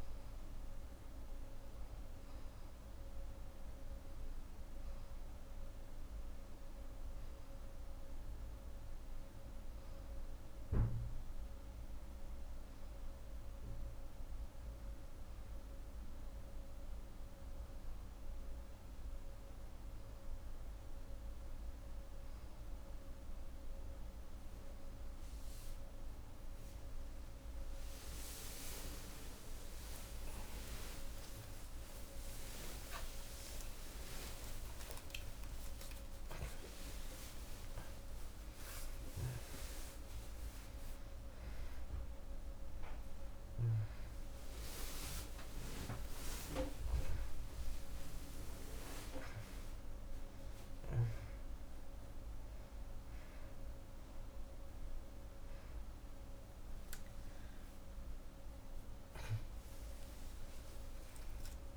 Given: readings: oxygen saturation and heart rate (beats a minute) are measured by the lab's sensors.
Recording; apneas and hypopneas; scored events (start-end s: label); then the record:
a person awake in a sleep study, by a room microphone; none
none scored
From the record:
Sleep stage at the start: awake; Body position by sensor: on the right side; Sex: female